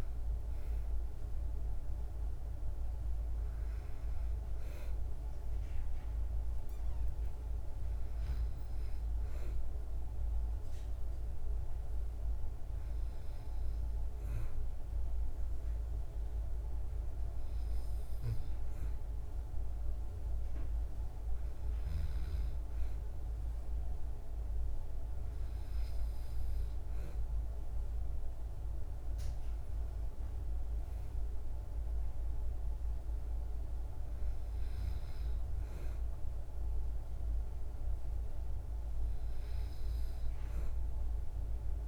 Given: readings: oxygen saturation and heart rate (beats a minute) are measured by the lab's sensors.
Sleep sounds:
breathing in sleep, hard to hear, by a room microphone; none
0.00-17.00 s: oxygen desaturation (device-marked, oxygen 93% lowest, heart rate 56 extreme)
From the record:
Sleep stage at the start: N2 (light sleep); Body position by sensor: on the back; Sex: female

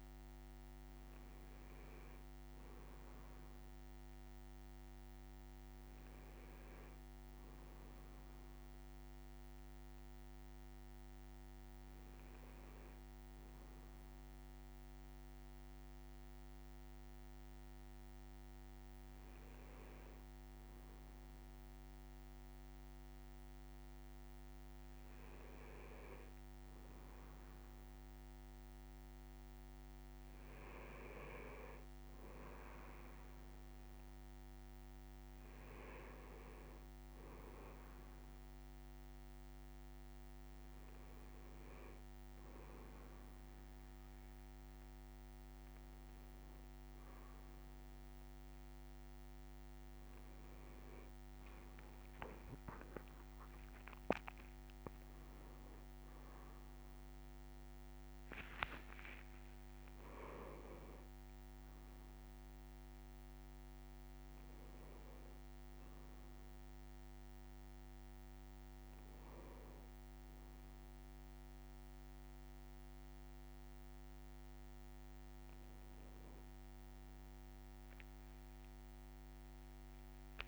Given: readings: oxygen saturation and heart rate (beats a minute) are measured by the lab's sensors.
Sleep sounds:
a person partly awake in a sleep study, hard to hear, by a microphone on the trachea; none
45.50-75.50 s: new sleep stage, awake
58.50-61.50 s: leg movement (device-marked)
75.50-80.48 s: new sleep stage, N1 (lightest sleep)
From the record:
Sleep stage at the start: N1 (lightest sleep); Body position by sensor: on the right side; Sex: male

